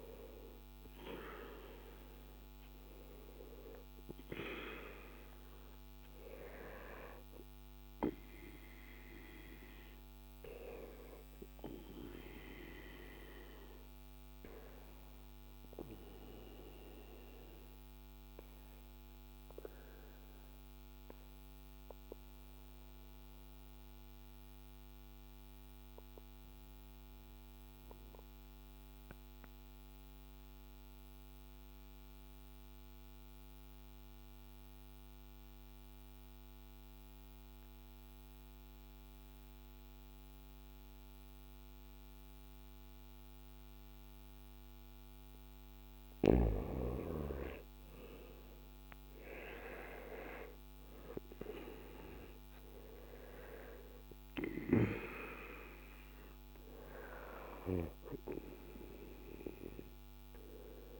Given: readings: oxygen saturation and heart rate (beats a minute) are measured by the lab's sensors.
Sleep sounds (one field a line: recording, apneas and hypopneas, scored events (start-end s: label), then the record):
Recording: breathing in sleep by a microphone on the trachea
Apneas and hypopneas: 1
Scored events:
0.50-28.50 s: oxygen desaturation (device-marked, oxygen 96% before, 87% lowest, heart rate 56 before, 54 extreme)
14.00-43.50 s: obstructive apnea (oxygen 97% before, 87% lowest, heart rate 60 before, 54 extreme, up 5 after)
46.50-51.00 s: arousal
49.50-60.99 s: oxygen desaturation (device-marked, oxygen 98% before, 89% lowest, heart rate 56 before, 55 extreme)
From the record:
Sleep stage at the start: N2 (light sleep)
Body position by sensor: on the back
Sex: male